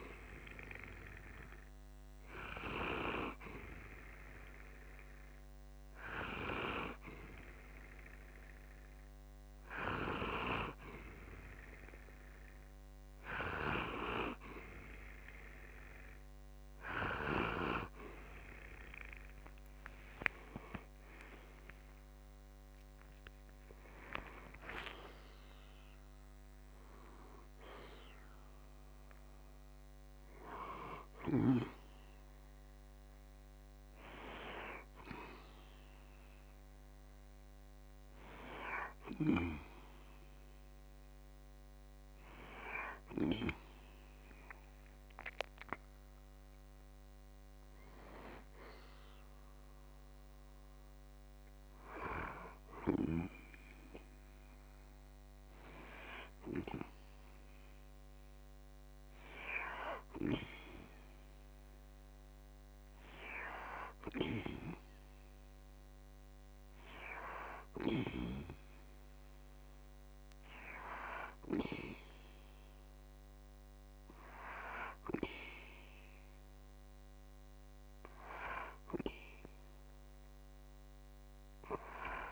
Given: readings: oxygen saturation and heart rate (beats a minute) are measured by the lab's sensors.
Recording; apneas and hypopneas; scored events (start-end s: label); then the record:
breathing in sleep by a microphone on the trachea; none
20.00-23.50 s: arousal
From the record:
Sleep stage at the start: N2 (light sleep); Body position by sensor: on the back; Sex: male